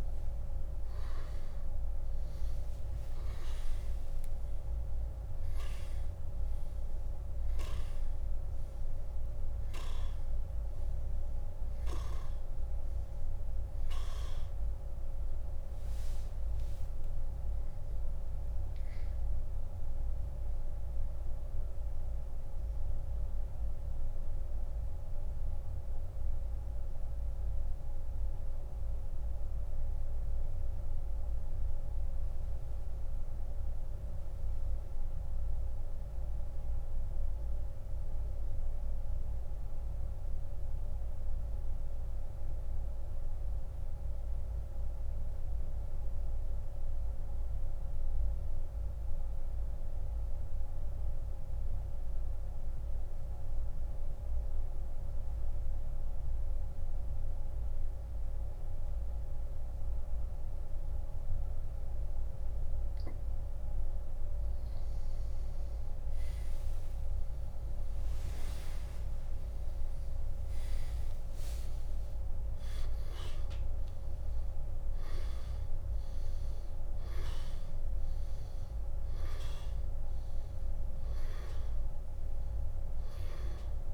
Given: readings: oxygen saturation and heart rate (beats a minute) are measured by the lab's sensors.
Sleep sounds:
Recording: breathing in sleep, hard to hear, by a room microphone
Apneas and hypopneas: 1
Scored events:
1.50-6.50 s: arousal
23.00-62.50 s: central apnea (oxygen 97% before, 84% lowest, heart rate 76 before, 59 extreme, up 11 after)
28.50-60.50 s: oxygen desaturation (device-marked, oxygen 92% before, 84% lowest, heart rate 85 before, 59 extreme)
66.50-71.50 s: arousal
78.50-83.94 s: oxygen desaturation (device-marked, oxygen 96% before, 86% lowest, heart rate 83 before, 66 extreme)
From the record:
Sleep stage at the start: N2 (light sleep)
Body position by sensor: on the back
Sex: male

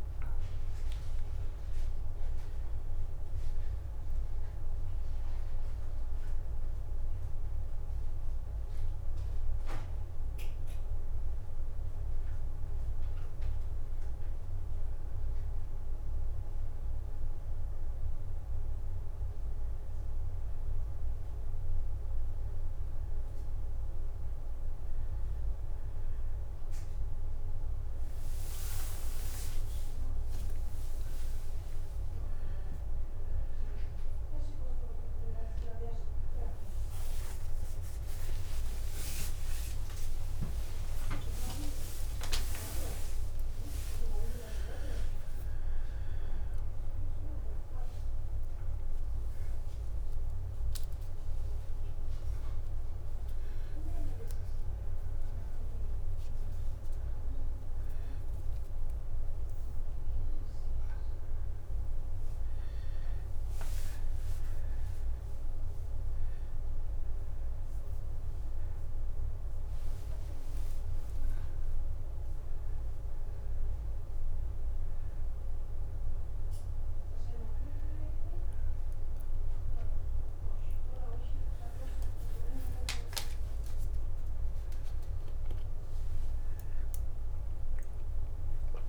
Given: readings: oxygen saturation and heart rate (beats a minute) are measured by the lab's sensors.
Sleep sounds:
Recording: a person awake in a sleep study, by a room microphone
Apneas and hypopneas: none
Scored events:
none scored
From the record:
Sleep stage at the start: awake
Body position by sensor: on the back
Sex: male

